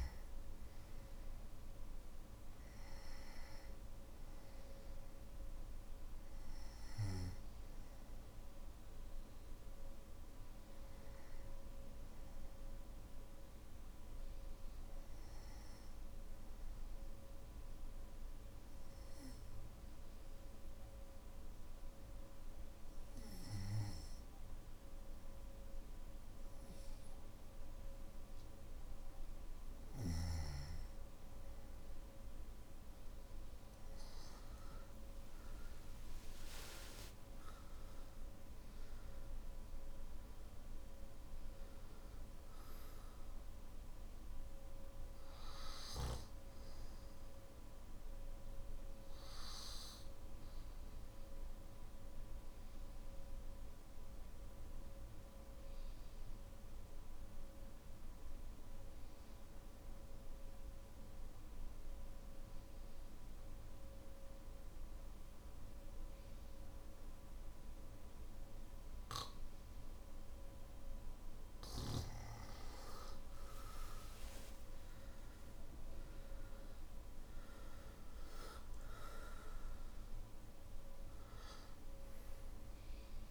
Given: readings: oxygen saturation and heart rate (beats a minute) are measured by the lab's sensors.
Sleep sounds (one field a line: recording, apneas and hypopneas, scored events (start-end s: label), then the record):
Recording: breathing in sleep, hard to hear, by a room microphone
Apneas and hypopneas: 2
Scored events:
15.00-29.00 s: obstructive apnea (oxygen 98% before, 91% lowest, heart rate 55 before, 50 extreme, up 8 after)
35.50-52.50 s: oxygen desaturation (device-marked, oxygen 97% before, 93% lowest, heart rate 54 before, 50 extreme)
48.00-69.00 s: obstructive apnea (oxygen 97% before, 91% lowest, heart rate 56 before, 48 extreme, up 10 after)
74.50-83.31 s: oxygen desaturation (device-marked, oxygen 98% before, 91% lowest, heart rate 54 before, 48 extreme)
From the record:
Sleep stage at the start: N1 (lightest sleep)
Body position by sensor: on the back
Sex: male